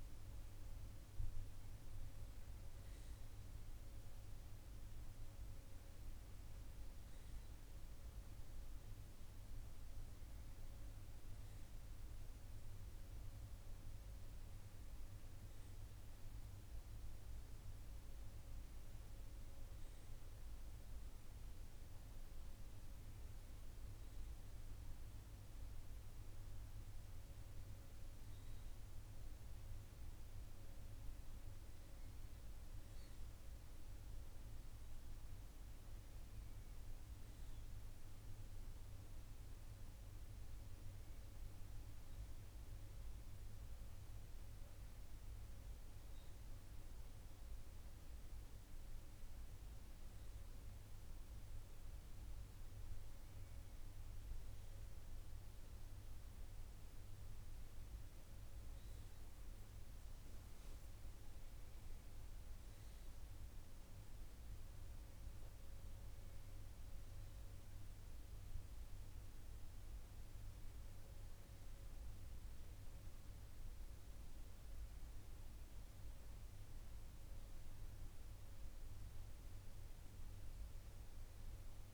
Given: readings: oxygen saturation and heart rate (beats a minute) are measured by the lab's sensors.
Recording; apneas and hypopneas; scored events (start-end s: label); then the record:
breathing in sleep, hard to hear, by a room microphone; none
77.50-81.94 s: new sleep stage, N2 (light sleep)
From the record:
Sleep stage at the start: N1 (lightest sleep); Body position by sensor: on the right side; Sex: male